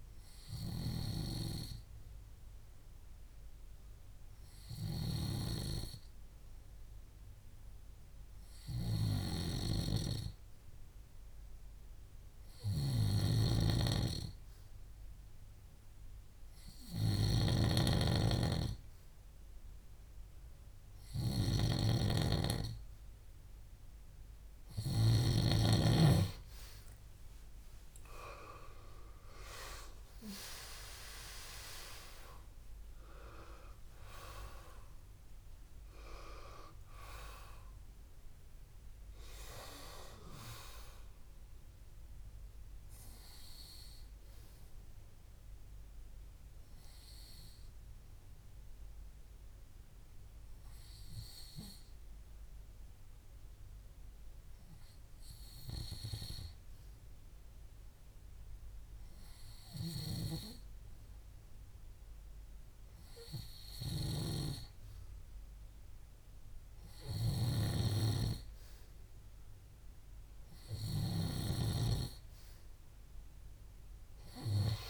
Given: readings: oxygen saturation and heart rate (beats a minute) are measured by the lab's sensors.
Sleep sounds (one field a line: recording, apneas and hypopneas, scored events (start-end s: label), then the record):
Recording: breathing in sleep by a room microphone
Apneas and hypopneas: 2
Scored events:
1.50-24.50 s: hypopnea (oxygen 98% before, 92% lowest, heart rate 67 before, 63 extreme, up 8 after)
13.00-26.00 s: snoring (device-marked)
26.50-30.00 s: arousal
27.00-42.00 s: oxygen desaturation (device-marked, oxygen 97% before, 92% lowest, heart rate 65 before, 62 extreme)
47.00-64.50 s: hypopnea (oxygen 97% before, 93% lowest, heart rate 71 before, 62 extreme, up 0 after)
From the record:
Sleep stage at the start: N2 (light sleep)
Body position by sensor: on the back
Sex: male